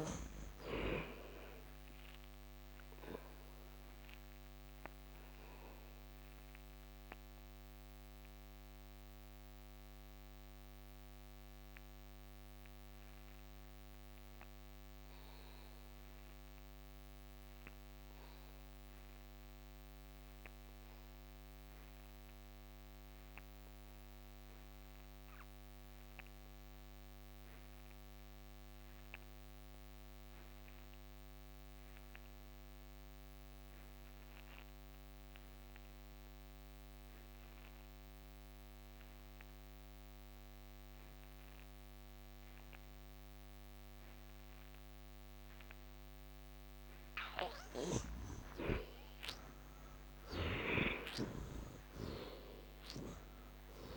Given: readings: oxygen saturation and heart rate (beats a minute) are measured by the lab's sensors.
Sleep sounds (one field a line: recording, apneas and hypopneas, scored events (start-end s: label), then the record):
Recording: breathing in sleep by a microphone on the trachea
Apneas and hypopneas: 1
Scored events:
0.00-1.50 s: oxygen desaturation (device-marked, oxygen 58% lowest, heart rate 68 extreme)
3.00-46.00 s: obstructive apnea (oxygen 75% before, 49% lowest, heart rate 76 before, 63 extreme, up 24 after)
10.50-17.50 s: oxygen desaturation (device-marked, oxygen 59% before, 49% lowest, heart rate 80 before, 68 extreme)
43.50-53.97 s: oxygen desaturation (device-marked, oxygen 70% before, 54% lowest, heart rate 72 before, 63 extreme)
47.00-51.00 s: snoring (device-marked)
48.00-51.00 s: arousal
From the record:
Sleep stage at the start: N2 (light sleep)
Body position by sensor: on the back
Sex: male